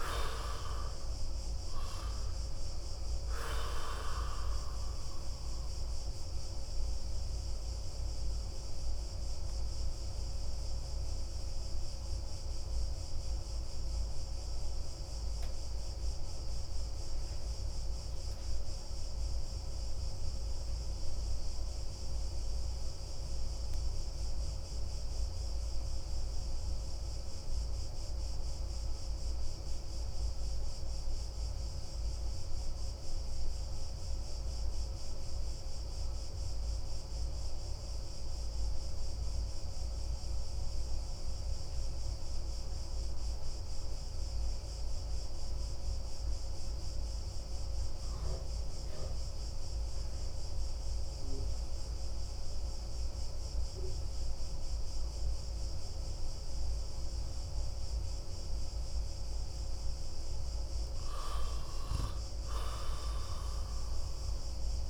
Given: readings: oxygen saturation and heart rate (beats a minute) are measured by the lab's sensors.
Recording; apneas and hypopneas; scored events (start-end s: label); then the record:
breathing in sleep by a room microphone; 1
0.00-34.50 s: oxygen desaturation (device-marked, oxygen 87% lowest)
6.00-57.50 s: obstructive apnea (oxygen 98% before, 87% lowest)
59.50-62.50 s: arousal
From the record:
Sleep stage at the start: N2 (light sleep); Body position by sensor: on the back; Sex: male